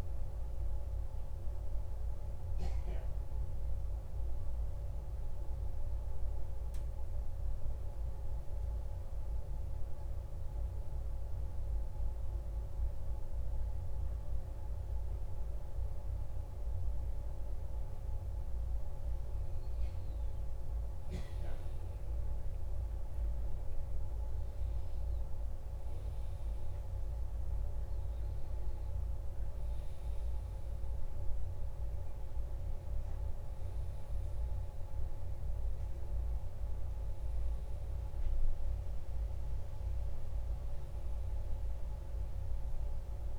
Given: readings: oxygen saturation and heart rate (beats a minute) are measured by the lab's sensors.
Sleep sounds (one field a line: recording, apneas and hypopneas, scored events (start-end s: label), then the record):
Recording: breathing in sleep, hard to hear, by a room microphone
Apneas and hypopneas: 1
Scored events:
0.50-18.50 s: obstructive apnea (oxygen 98% before, 94% lowest, heart rate 53 before, 51 extreme, up 3 after)
21.00-24.50 s: arousal
26.00-43.39 s: oxygen desaturation (device-marked, oxygen 98% before, 94% lowest, heart rate 52 before, 51 extreme)
From the record:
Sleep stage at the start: N2 (light sleep)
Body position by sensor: on the back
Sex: male